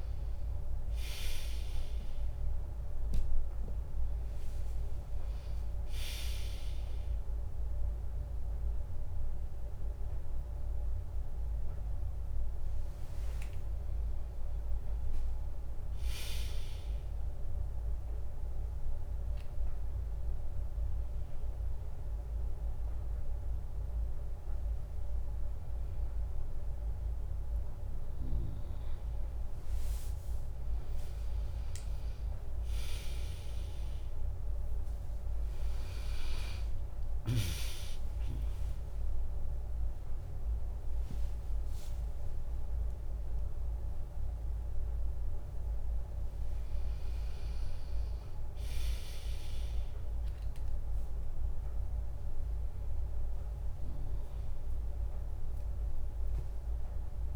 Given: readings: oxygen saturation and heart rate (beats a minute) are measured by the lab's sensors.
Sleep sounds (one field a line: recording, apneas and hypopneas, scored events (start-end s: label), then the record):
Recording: breathing in sleep by a room microphone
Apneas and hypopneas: none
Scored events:
none scored
From the record:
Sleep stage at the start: N1 (lightest sleep)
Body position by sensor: on the back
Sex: female